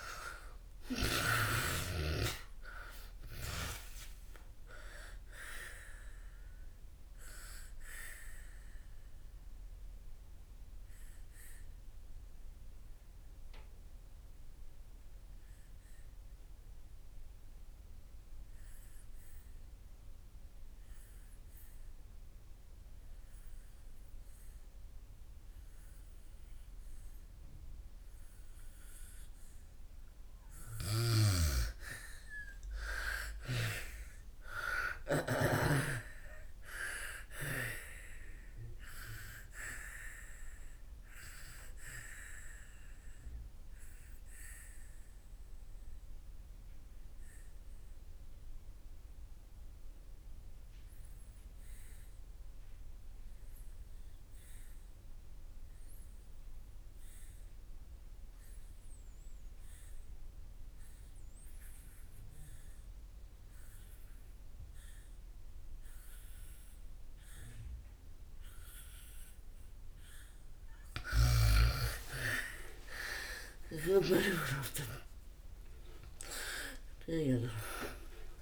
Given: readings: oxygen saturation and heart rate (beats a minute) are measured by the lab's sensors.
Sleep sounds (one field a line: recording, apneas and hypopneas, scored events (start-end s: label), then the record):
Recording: breathing in sleep by a room microphone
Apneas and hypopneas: 2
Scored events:
0.00-2.00 s: snoring (device-marked)
0.00-3.00 s: arousal
0.00-25.50 s: oxygen desaturation (device-marked, oxygen 78% lowest, heart rate 59 extreme)
8.50-29.50 s: obstructive apnea (oxygen 99% before, 78% lowest, heart rate 70 before, 59 extreme, up 10 after)
31.50-56.50 s: oxygen desaturation (device-marked, oxygen 98% before, 83% lowest, heart rate 62 before, 58 extreme)
32.50-36.50 s: arousal
42.50-70.00 s: obstructive apnea (oxygen 98% before, 77% lowest, heart rate 64 before, 58 extreme, up 58 after)
61.50-78.41 s: oxygen desaturation (device-marked, oxygen 98% before, 86% lowest, heart rate 64 before, 58 extreme)
71.50-77.00 s: arousal
73.50-77.50 s: snoring (device-marked)
From the record:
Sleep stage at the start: N2 (light sleep)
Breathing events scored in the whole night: 596 in 6.8 hours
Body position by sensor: on the back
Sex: female